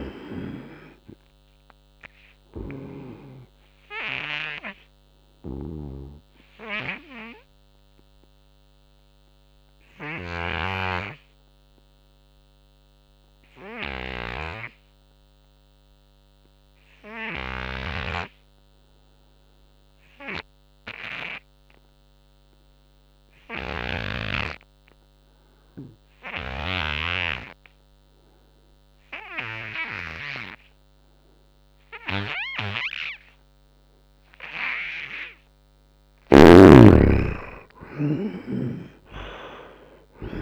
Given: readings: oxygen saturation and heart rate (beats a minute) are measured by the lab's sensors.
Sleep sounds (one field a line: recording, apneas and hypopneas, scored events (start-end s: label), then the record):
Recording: breathing in sleep by a microphone on the trachea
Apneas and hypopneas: 1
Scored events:
0.00-16.50 s: oxygen desaturation (device-marked, oxygen 73% lowest, heart rate 71 extreme)
4.50-34.00 s: obstructive apnea (oxygen 98% before, 71% lowest, heart rate 80 before, 71 extreme, up 14 after)
23.50-40.42 s: oxygen desaturation (device-marked, oxygen 98% before, 71% lowest, heart rate 85 before, 71 extreme)
36.00-40.42 s: snoring (device-marked)
36.50-40.42 s: arousal
From the record:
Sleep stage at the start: N2 (light sleep)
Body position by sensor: on the right side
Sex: male